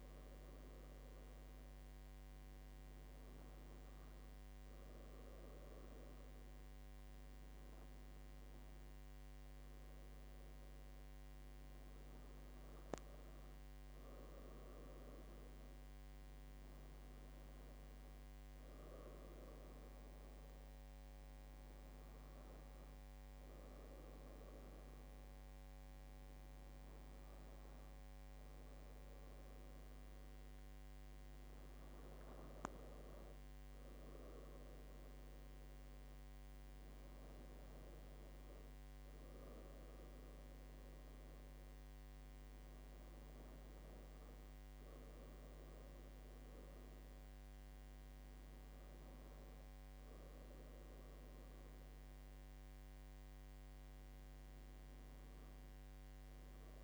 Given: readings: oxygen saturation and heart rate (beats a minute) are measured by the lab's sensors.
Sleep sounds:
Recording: breathing in sleep by a microphone on the trachea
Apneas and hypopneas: none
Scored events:
none scored
From the record:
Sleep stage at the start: N2 (light sleep)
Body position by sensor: on the right side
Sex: female

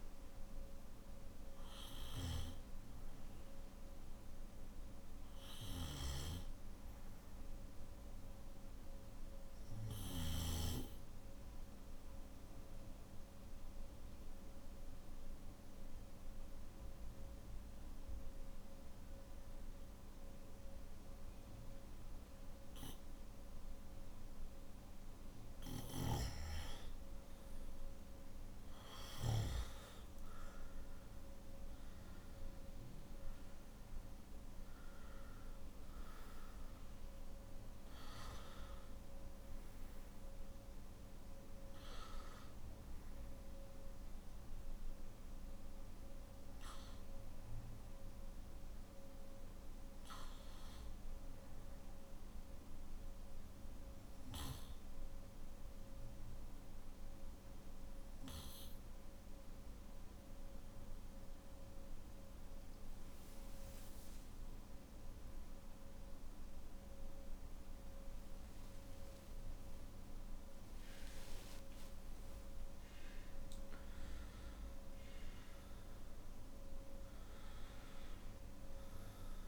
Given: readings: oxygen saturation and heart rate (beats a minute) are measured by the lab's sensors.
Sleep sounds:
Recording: breathing in sleep by a room microphone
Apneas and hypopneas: 2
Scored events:
9.50-25.00 s: obstructive apnea (oxygen 96% before, 94% lowest, heart rate 56 before, 51 extreme, up 5 after)
52.00-68.50 s: obstructive apnea (oxygen 96% before, 91% lowest, heart rate 53 before, 52 extreme, up 13 after)
From the record:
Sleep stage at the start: N2 (light sleep)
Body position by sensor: on the back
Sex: male

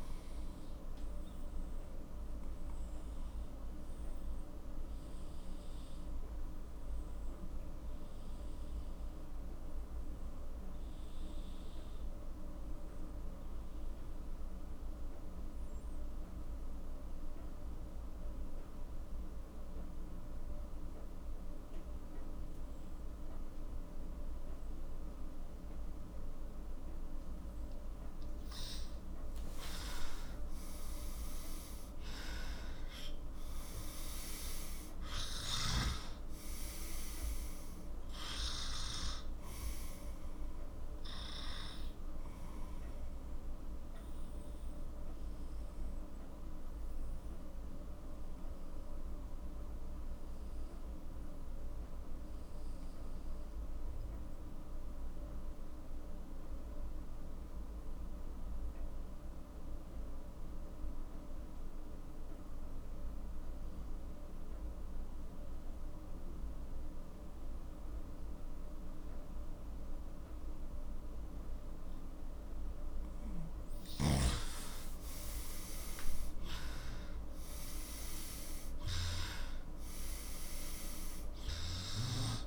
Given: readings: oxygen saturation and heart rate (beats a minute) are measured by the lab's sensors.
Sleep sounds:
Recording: breathing in sleep by a room microphone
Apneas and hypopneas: 2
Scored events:
0.00-15.50 s: oxygen desaturation (device-marked, oxygen 91% lowest, heart rate 41 extreme)
1.00-29.50 s: obstructive apnea (oxygen 98% before, 91% lowest, heart rate 54 before, 41 extreme, up 14 after)
29.50-47.50 s: oxygen desaturation (device-marked, oxygen 98% before, 93% lowest, heart rate 45 before, 41 extreme)
31.50-35.50 s: arousal
42.50-72.00 s: obstructive apnea (oxygen 98% before, 91% lowest, heart rate 53 before, 41 extreme, up 16 after)
71.50-82.47 s: oxygen desaturation (device-marked, oxygen 98% before, 91% lowest, heart rate 45 before, 42 extreme)
75.00-78.50 s: arousal
From the record:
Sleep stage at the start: N2 (light sleep)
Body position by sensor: on the left side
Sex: male

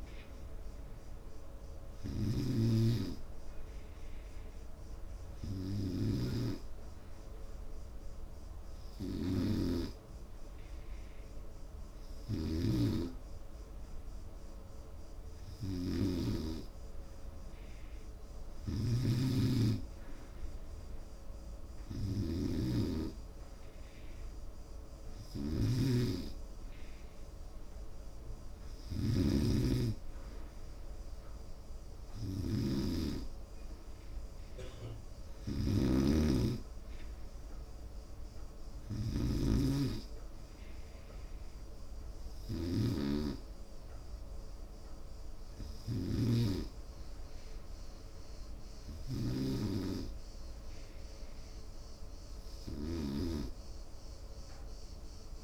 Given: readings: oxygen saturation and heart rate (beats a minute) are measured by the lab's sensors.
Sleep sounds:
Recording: breathing in sleep by a room microphone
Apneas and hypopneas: none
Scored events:
none scored
From the record:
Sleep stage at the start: N2 (light sleep)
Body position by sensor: on the right side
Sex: male

